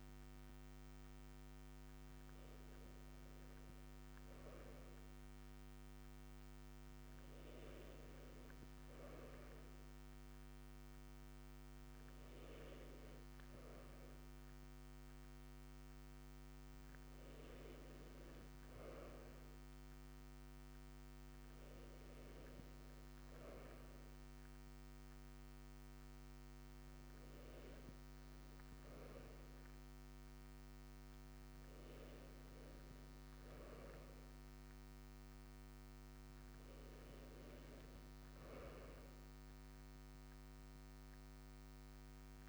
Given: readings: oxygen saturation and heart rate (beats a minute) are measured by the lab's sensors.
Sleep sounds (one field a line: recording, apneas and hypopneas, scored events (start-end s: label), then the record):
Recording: breathing in sleep, hard to hear, by a microphone on the trachea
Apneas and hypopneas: none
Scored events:
none scored
From the record:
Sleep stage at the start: N2 (light sleep)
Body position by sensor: on the right side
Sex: male